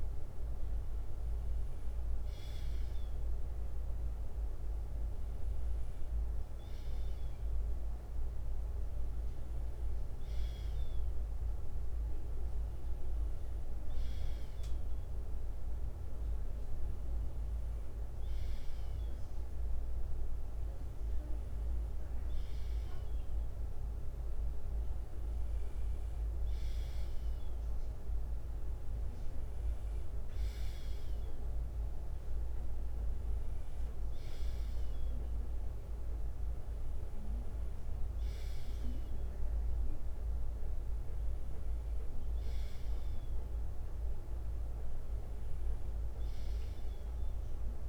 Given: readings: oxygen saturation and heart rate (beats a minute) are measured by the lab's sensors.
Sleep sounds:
breathing in sleep, hard to hear, by a room microphone; none
3.00-25.00 s: bradycardia (device-marked, heart rate 61 before, 56 extreme)
26.00-28.00 s: bradycardia (device-marked, heart rate 61 before, 58 extreme)
30.00-32.00 s: bradycardia (device-marked, heart rate 61 before, 59 extreme)
41.00-47.89 s: bradycardia (device-marked, heart rate 61 before, 58 extreme)
From the record:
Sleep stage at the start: N2 (light sleep); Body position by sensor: on the left side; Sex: male

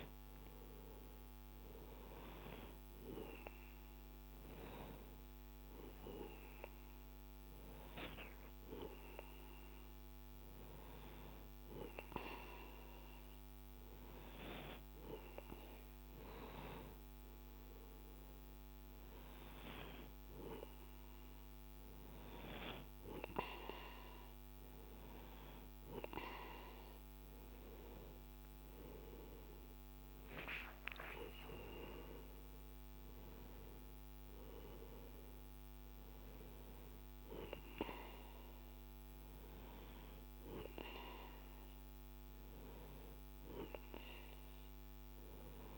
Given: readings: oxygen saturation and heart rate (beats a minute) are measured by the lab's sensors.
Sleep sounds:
a person awake in a sleep study, by a microphone on the trachea; none
none scored
From the record:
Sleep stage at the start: awake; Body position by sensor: on the right side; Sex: male

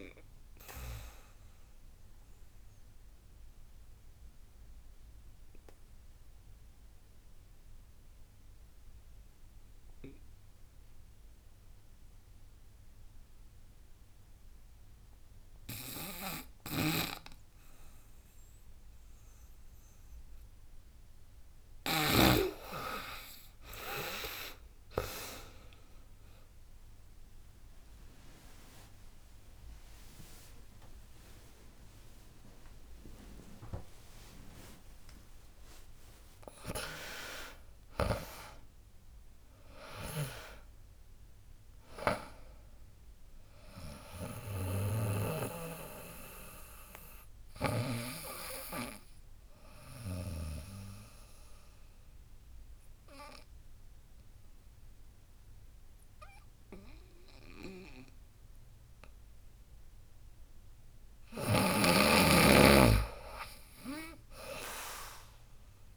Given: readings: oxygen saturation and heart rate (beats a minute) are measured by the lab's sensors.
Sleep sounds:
breathing in sleep by a room microphone; 2
0.00-3.00 s: drop in pulse transit time (device-marked, heart rate 82 extreme)
0.00-13.00 s: oxygen desaturation (device-marked, oxygen 91% lowest, heart rate 74 extreme)
1.50-20.50 s: obstructive apnea (oxygen 99% before, 91% lowest, heart rate 84 before, 74 extreme, up 13 after)
16.00-22.00 s: snoring (device-marked)
23.00-44.00 s: drop in pulse transit time (device-marked, heart rate 77 before, 82 extreme)
24.00-29.50 s: arousal
33.00-38.00 s: tachycardia (device-marked, heart rate 82 before, 105 extreme)
34.50-36.50 s: long interval between heartbeats (device-marked, heart rate 83 before, 98 extreme)
49.50-61.50 s: obstructive apnea (oxygen 96% before, 89% lowest, heart rate 93 before, 65 extreme, up 16 after)
61.00-65.97 s: snoring (device-marked)
64.00-65.97 s: arousal
64.00-65.97 s: drop in pulse transit time (device-marked, heart rate 71 before, 70 extreme)
From the record:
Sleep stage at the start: N2 (light sleep); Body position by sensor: on the back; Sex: female

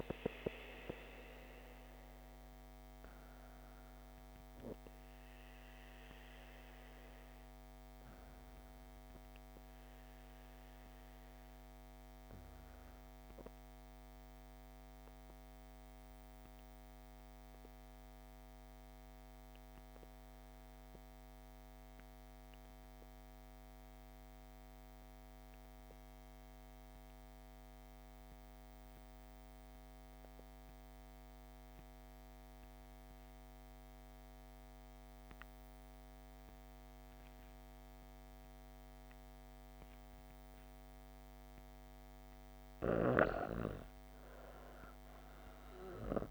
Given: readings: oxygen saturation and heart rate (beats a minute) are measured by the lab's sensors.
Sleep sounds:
breathing in sleep by a microphone on the trachea; 1
13.00-41.50 s: obstructive apnea (oxygen 96% before, 91% lowest, heart rate 106 before, 59 extreme, up 12 after)
34.00-46.31 s: oxygen desaturation (device-marked, oxygen 97% before, 91% lowest, heart rate 104 before, 56 extreme)
44.00-46.31 s: arousal
From the record:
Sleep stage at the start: N2 (light sleep); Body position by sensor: on the back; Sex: female

